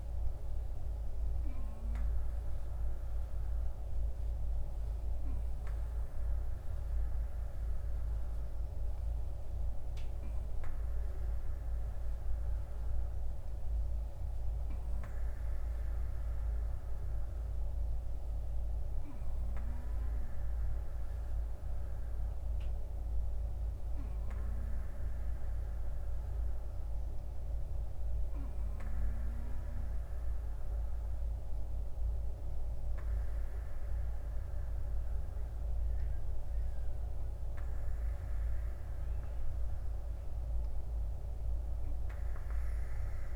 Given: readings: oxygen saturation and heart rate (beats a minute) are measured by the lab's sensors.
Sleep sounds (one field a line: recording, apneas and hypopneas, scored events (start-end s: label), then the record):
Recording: breathing in sleep, hard to hear, by a room microphone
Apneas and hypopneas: none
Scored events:
none scored
From the record:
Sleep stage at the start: N2 (light sleep)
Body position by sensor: on the right side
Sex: female